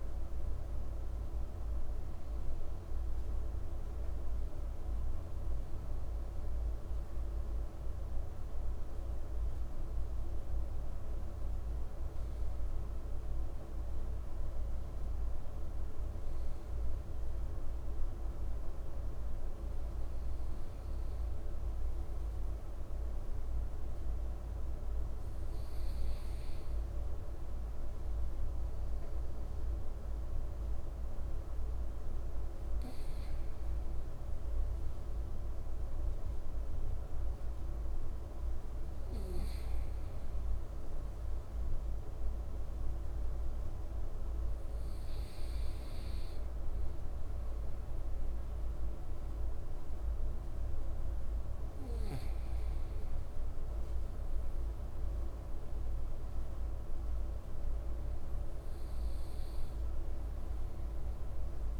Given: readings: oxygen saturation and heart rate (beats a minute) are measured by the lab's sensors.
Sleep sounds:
breathing in sleep, hard to hear, by a room microphone; none
none scored
From the record:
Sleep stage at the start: N2 (light sleep); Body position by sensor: on the right side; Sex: male

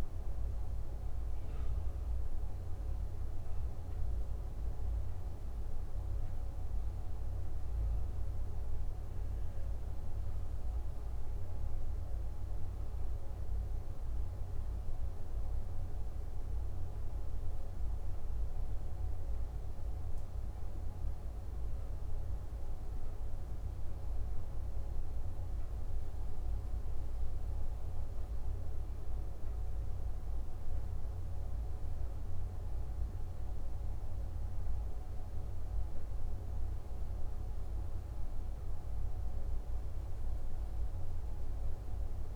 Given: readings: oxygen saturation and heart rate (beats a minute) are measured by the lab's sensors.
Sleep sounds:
breathing in sleep, hard to hear, by a room microphone; none
none scored
From the record:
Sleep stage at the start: N2 (light sleep); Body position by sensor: on the back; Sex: male

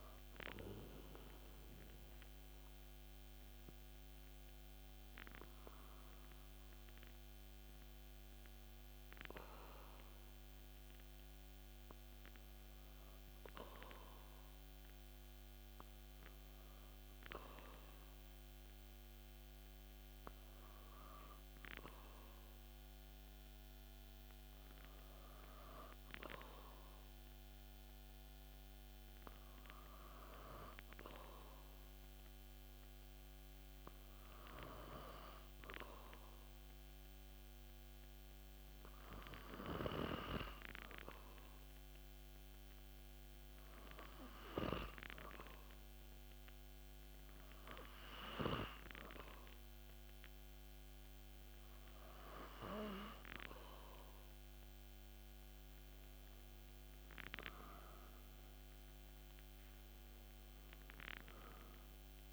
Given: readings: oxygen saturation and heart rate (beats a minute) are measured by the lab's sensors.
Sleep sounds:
breathing in sleep by a microphone on the trachea; 1
27.00-53.50 s: hypopnea (oxygen 96% before, 93% lowest)
55.50-60.00 s: arousal
From the record:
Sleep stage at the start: N2 (light sleep); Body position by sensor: on the back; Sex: male

